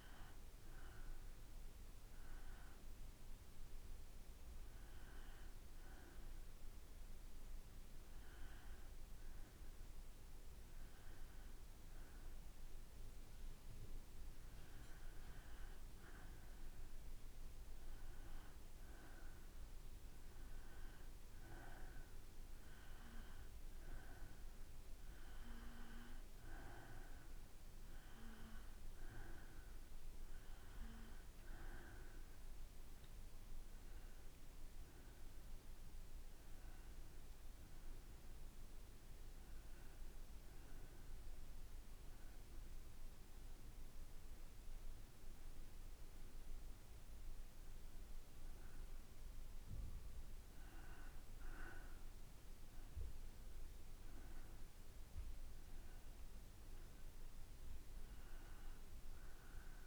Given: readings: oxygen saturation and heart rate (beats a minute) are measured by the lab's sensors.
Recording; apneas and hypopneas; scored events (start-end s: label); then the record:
breathing in sleep by a room microphone; 1
0.00-3.50 s: oxygen desaturation (device-marked, oxygen 91% lowest, heart rate 56 extreme)
4.50-15.50 s: hypopnea (oxygen 94% before, 92% lowest, heart rate 60 before, 56 extreme, up 3 after)
18.50-22.00 s: arousal
From the record:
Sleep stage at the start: N2 (light sleep); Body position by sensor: on the back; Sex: male